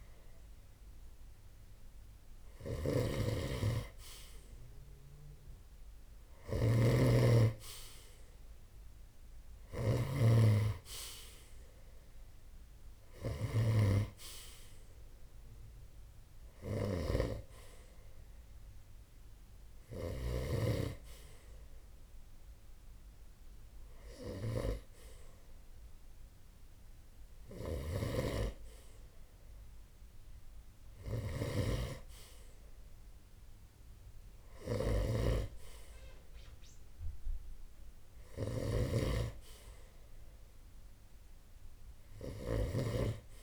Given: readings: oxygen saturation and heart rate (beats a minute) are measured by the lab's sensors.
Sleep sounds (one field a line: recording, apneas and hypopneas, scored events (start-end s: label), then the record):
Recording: breathing in sleep by a room microphone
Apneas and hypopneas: none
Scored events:
2.00-20.00 s: snoring (device-marked)
27.00-43.42 s: snoring (device-marked)
From the record:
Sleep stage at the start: N2 (light sleep)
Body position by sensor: on the right side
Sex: male